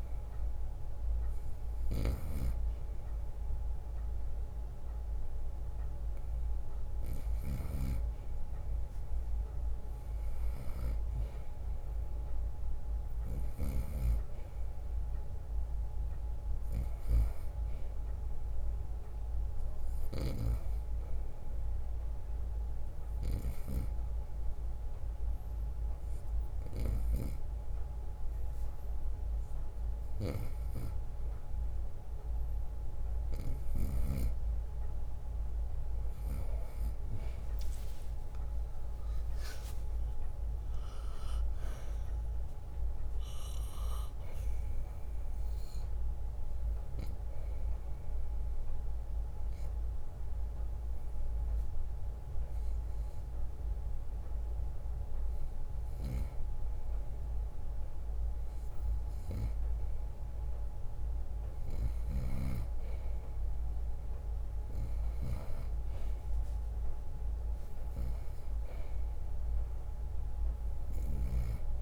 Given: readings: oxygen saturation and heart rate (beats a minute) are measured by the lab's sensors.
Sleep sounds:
breathing in sleep by a room microphone; 2
0.00-2.00 s: bradycardia (device-marked, heart rate 58 extreme)
8.00-13.00 s: oxygen desaturation (device-marked, oxygen 97% before, 93% lowest, heart rate 61 before, 60 extreme)
17.00-26.00 s: drop in pulse transit time (device-marked, heart rate 61 before, 61 extreme)
22.00-32.50 s: hypopnea (oxygen 97% before, 92% lowest, heart rate 62 before, 57 extreme, up 4 after)
37.50-42.50 s: arousal
38.00-49.00 s: drop in pulse transit time (device-marked, heart rate 61 before, 59 extreme)
42.00-49.00 s: bradycardia (device-marked, heart rate 63 before, 59 extreme)
46.50-56.50 s: obstructive apnea (oxygen 94% before, 92% lowest, heart rate 62 before, 59 extreme, up 3 after)
56.00-59.00 s: bradycardia (device-marked, heart rate 63 before, 60 extreme)
60.50-64.50 s: arousal
62.00-71.50 s: snoring (device-marked)
69.00-71.82 s: drop in pulse transit time (device-marked, heart rate 60 before, 62 extreme)
From the record:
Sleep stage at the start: N2 (light sleep); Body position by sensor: on the right side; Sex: male

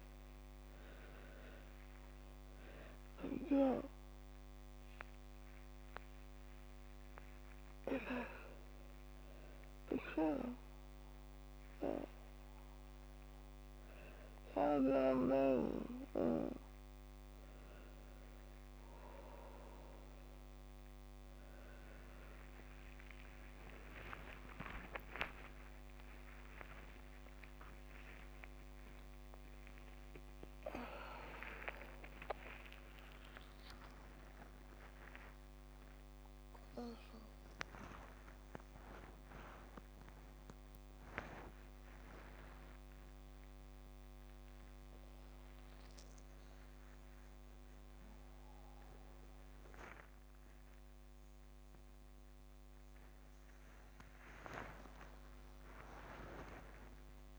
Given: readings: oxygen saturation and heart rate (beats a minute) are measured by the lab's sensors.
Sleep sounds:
a person awake in a sleep study, by a microphone on the trachea; none
none scored
From the record:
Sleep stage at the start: awake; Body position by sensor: on the back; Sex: female

